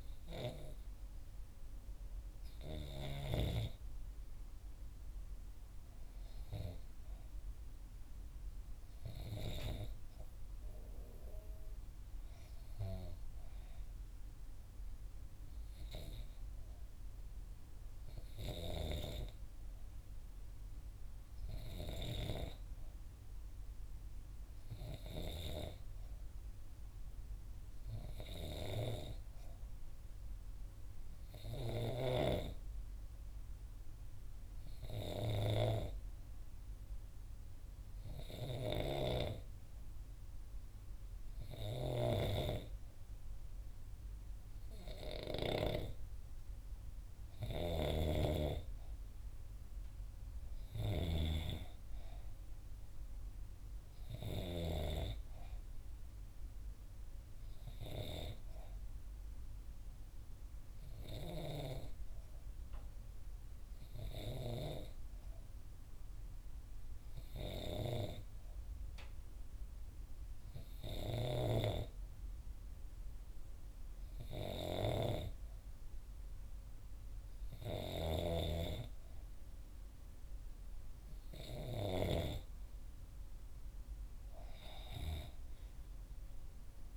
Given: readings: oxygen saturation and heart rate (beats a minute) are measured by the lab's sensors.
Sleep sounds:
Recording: breathing in sleep by a room microphone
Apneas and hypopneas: 2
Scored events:
29.50-46.50 s: hypopnea (oxygen 94% before, 89% lowest, heart rate 60 before, 60 extreme, up 1 after)
42.00-48.50 s: snoring (device-marked)
48.50-51.50 s: arousal
52.00-76.00 s: oxygen desaturation (device-marked, oxygen 92% before, 89% lowest, heart rate 61 before, 59 extreme)
60.00-73.00 s: hypopnea (oxygen 93% before, 89% lowest, heart rate 61 before, 59 extreme, up 1 after)
78.00-81.50 s: arousal
From the record:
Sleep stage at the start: N2 (light sleep)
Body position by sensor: on the right side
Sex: female

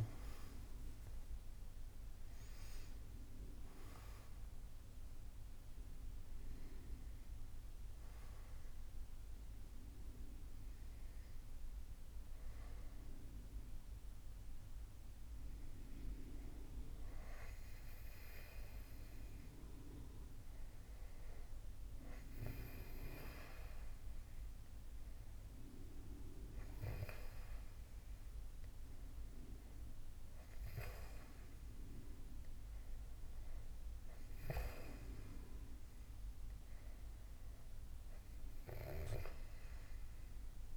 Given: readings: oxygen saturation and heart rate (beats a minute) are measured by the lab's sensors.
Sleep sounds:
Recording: breathing in sleep by a room microphone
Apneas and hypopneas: none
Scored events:
none scored
From the record:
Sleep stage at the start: N2 (light sleep)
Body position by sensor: on the back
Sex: male

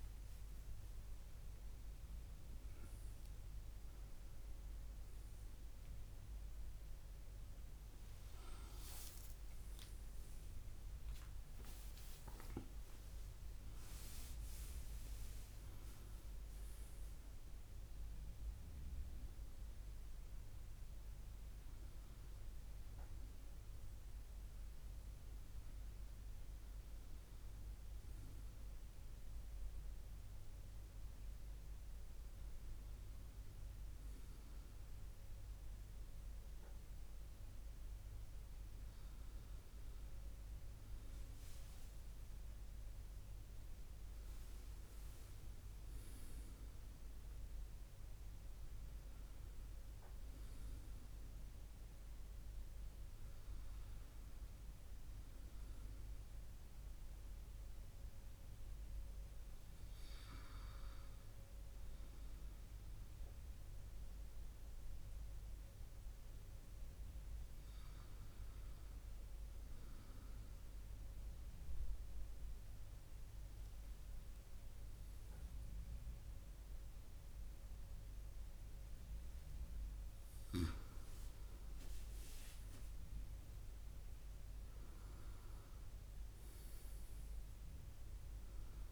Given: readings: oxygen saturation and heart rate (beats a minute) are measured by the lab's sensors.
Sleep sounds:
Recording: breathing in sleep, hard to hear, by a room microphone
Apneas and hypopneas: 1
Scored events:
9.00-13.00 s: arousal
70.50-81.00 s: obstructive apnea (oxygen 99% before, 96% lowest, heart rate 67 before, 63 extreme, up 4 after)
83.00-86.50 s: arousal
From the record:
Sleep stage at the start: N1 (lightest sleep)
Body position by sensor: on the right side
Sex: male

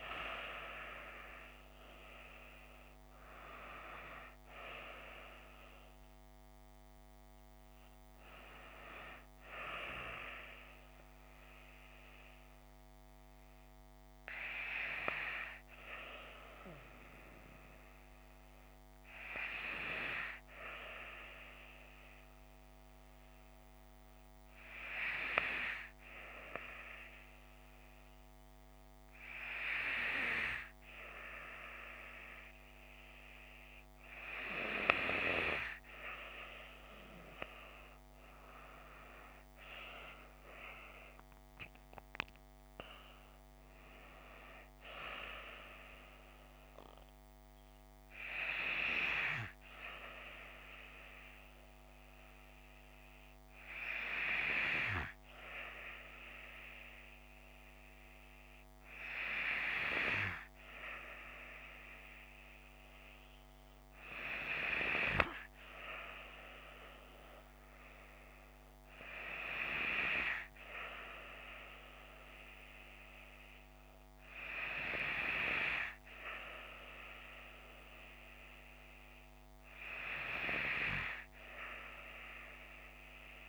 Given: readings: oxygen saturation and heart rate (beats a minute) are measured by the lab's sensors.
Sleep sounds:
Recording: breathing in sleep by a microphone on the trachea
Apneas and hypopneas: 2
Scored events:
13.00-33.00 s: hypopnea (oxygen 97% before, 95% lowest)
39.50-44.00 s: arousal
48.00-61.50 s: hypopnea (oxygen 97% before, 95% lowest)
63.00-66.00 s: arousal
From the record:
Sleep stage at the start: N2 (light sleep)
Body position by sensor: on the left side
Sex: female

